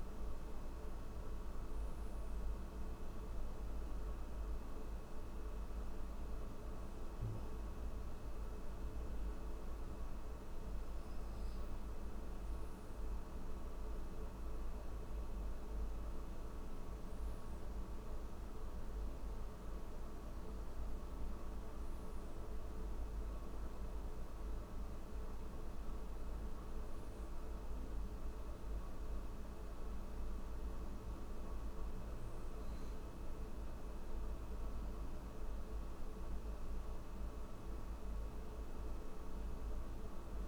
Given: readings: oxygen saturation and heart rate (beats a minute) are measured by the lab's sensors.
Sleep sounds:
breathing in sleep, hard to hear, by a room microphone; none
none scored
From the record:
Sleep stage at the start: N3 (deep sleep); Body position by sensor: on the back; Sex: male

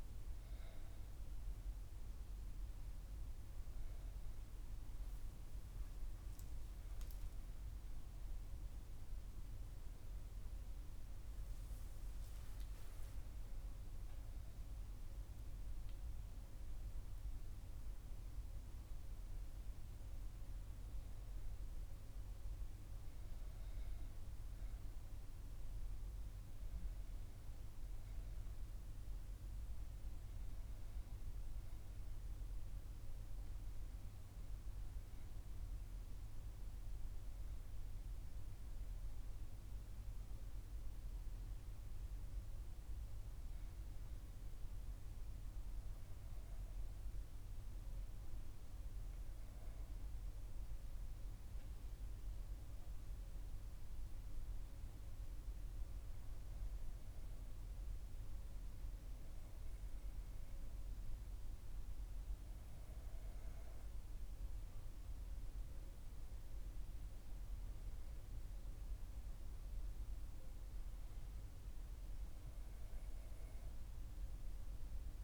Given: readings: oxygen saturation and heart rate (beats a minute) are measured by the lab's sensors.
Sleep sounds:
breathing in sleep, hard to hear, by a room microphone; 1
28.00-32.00 s: arousal
35.00-48.50 s: hypopnea (oxygen 95% before, 93% lowest, heart rate 59 before, 58 extreme, up 1 after)
49.50-54.50 s: arousal
54.50-68.50 s: oxygen desaturation (device-marked, oxygen 96% before, 93% lowest, heart rate 59 before, 59 extreme)
From the record:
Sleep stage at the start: N2 (light sleep); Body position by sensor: on the back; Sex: female

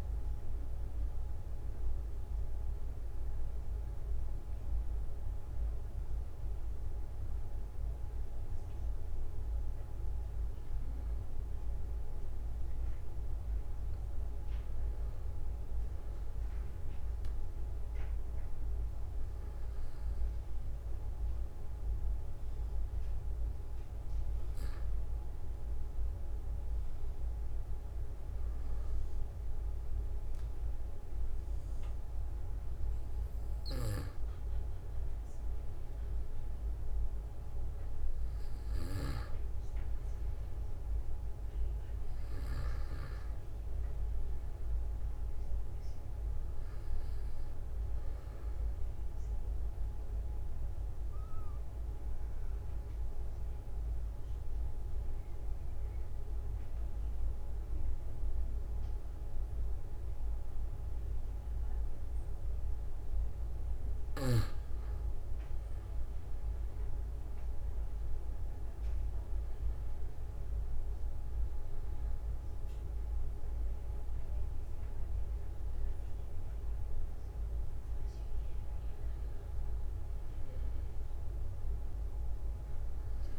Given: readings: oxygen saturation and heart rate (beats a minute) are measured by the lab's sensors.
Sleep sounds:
breathing in sleep, hard to hear, by a room microphone; 2
0.00-3.00 s: arousal
11.50-30.50 s: oxygen desaturation (device-marked, oxygen 95% before, 92% lowest, heart rate 47 before, 43 extreme)
18.50-33.50 s: obstructive apnea (oxygen 97% before, 92% lowest, heart rate 47 before, 44 extreme, up 1 after)
36.50-41.00 s: arousal
50.00-64.50 s: obstructive apnea (oxygen 97% before, 93% lowest, heart rate 46 before, 44 extreme, up 0 after)
67.50-71.00 s: arousal
72.50-83.39 s: new sleep stage, N1 (lightest sleep)
77.50-83.39 s: oxygen desaturation (device-marked, oxygen 96% before, 93% lowest, heart rate 47 before, 43 extreme)
From the record:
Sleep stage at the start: N2 (light sleep); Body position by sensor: on the back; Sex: male

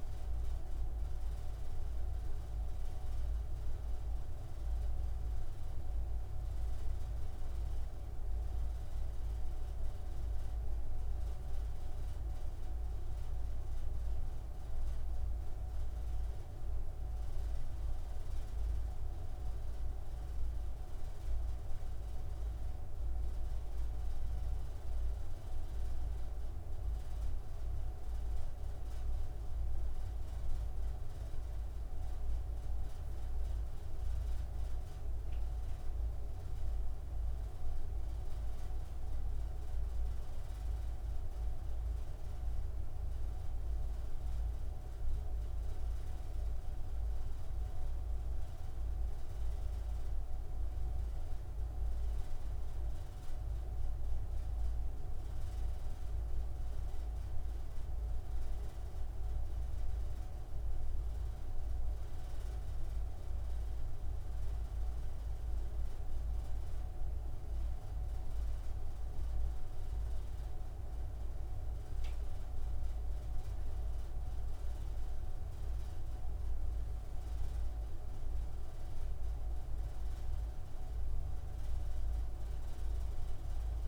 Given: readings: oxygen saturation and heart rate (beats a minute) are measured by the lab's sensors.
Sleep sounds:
breathing in sleep, hard to hear, by a room microphone; none
none scored
From the record:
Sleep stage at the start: N2 (light sleep); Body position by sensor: on the front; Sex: male

